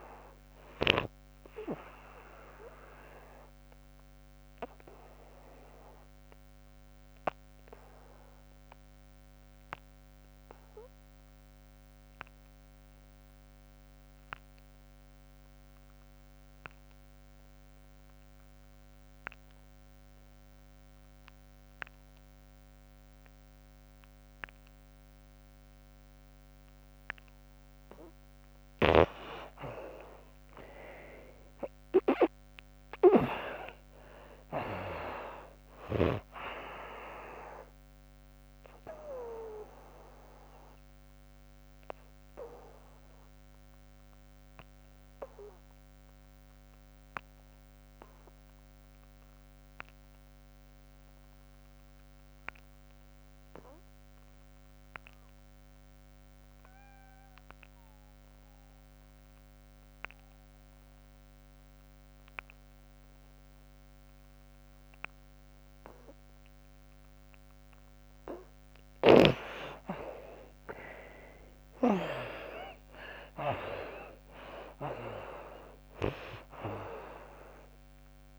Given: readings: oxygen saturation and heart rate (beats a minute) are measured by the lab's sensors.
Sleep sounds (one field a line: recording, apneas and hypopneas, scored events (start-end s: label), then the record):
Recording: breathing in sleep by a microphone on the trachea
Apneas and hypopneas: 2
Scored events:
0.00-10.00 s: oxygen desaturation (device-marked, oxygen 55% lowest, heart rate 64 extreme)
4.00-27.50 s: obstructive apnea (oxygen 91% before, 52% lowest, heart rate 94 before, 64 extreme, up 52 after)
25.00-51.00 s: oxygen desaturation (device-marked, oxygen 95% before, 58% lowest, heart rate 72 before, 65 extreme)
30.00-33.50 s: arousal
39.50-67.00 s: obstructive apnea (oxygen 95% before, 51% lowest, heart rate 84 before, 65 extreme)
53.00-78.39 s: oxygen desaturation (device-marked, oxygen 95% before, 52% lowest, heart rate 90 before, 59 extreme)
67.50-72.00 s: arousal
From the record:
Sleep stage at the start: N2 (light sleep)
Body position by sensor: on the back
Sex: female